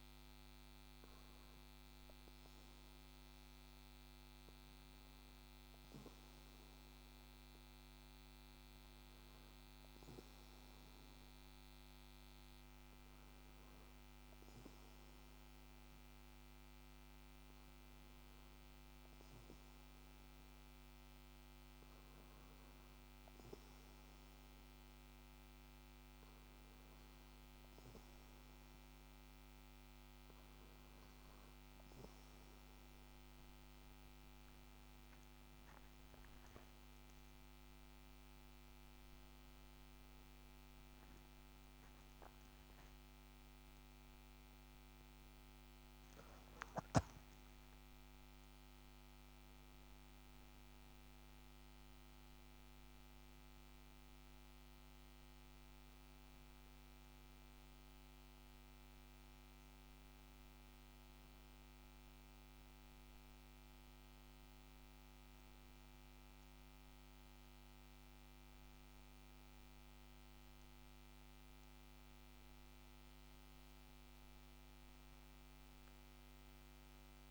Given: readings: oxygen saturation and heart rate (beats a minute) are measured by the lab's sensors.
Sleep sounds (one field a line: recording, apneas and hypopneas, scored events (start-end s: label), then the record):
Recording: breathing in sleep, hard to hear, by a microphone on the trachea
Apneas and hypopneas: 1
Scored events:
12.50-31.50 s: hypopnea (oxygen 95% before, 92% lowest, heart rate 63 before, 56 extreme, up 24 after)
29.50-77.31 s: new sleep stage, N1 (lightest sleep)
36.50-43.00 s: arousal
From the record:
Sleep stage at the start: REM sleep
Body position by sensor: on the back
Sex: male